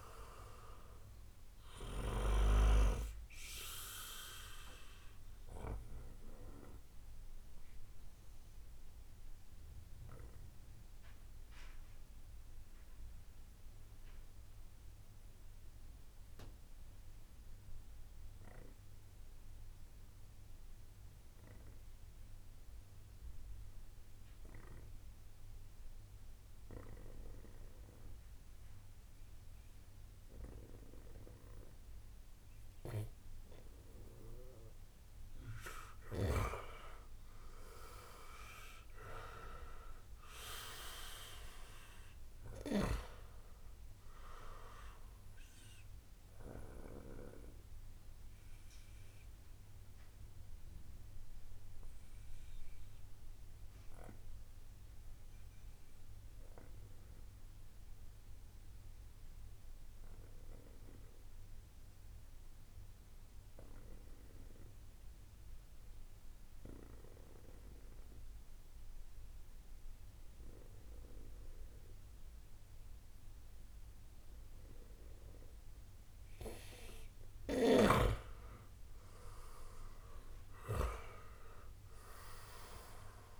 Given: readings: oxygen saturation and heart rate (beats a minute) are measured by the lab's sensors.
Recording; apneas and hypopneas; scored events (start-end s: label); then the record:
breathing in sleep by a room microphone; 2
0.00-3.00 s: snoring (device-marked)
3.00-33.50 s: obstructive apnea (oxygen 97% before, 93% lowest, heart rate 57 before, 44 extreme, up 0 after)
35.50-64.50 s: oxygen desaturation (device-marked, oxygen 97% before, 93% lowest, heart rate 68 before, 44 extreme)
36.00-40.00 s: arousal
46.50-75.50 s: obstructive apnea (oxygen 97% before, 92% lowest, heart rate 56 before, 46 extreme, up 11 after)
77.50-83.40 s: oxygen desaturation (device-marked, oxygen 98% before, 93% lowest, heart rate 68 before, 62 extreme)
78.00-81.50 s: arousal
From the record:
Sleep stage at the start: N2 (light sleep); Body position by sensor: on the right side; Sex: male